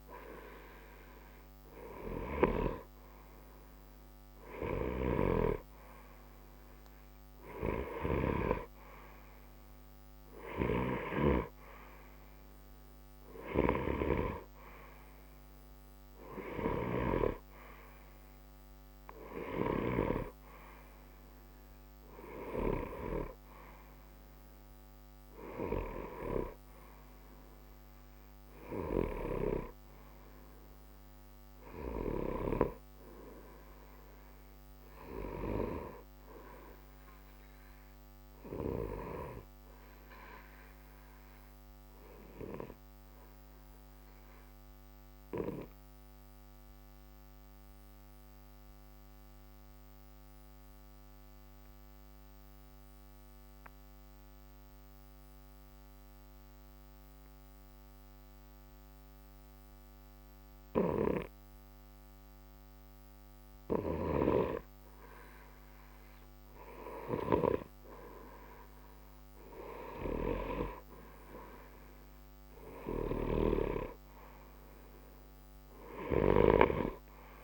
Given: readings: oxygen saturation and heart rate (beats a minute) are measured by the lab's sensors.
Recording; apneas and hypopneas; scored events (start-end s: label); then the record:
breathing in sleep by a microphone on the trachea; 1
0.00-1.50 s: arousal
0.00-40.00 s: oxygen desaturation (device-marked, oxygen 89% lowest, heart rate 60 extreme)
42.00-62.00 s: obstructive apnea (oxygen 95% before, 89% lowest, heart rate 60 before, 60 extreme, up 1 after)
64.50-69.00 s: arousal
66.00-77.44 s: oxygen desaturation (device-marked, oxygen 95% before, 89% lowest, heart rate 60 before, 60 extreme)
From the record:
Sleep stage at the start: N2 (light sleep); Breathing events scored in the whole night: 302 in 5.8 hours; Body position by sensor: on the right side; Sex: male